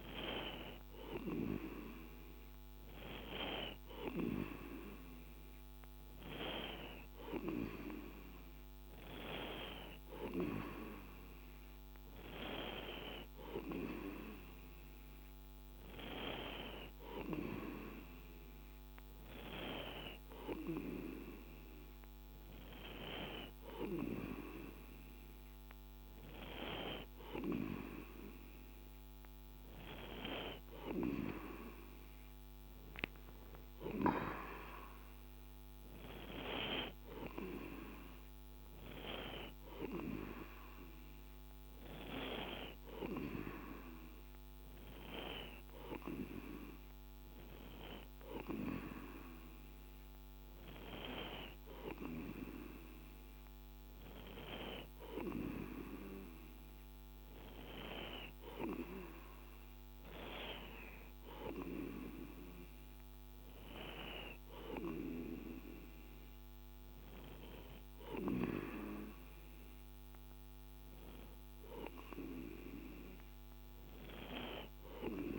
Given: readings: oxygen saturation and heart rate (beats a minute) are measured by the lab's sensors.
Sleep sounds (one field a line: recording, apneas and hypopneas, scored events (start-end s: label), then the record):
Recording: breathing in sleep by a microphone on the trachea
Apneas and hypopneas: none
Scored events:
none scored
From the record:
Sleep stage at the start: N2 (light sleep)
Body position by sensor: on the right side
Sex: male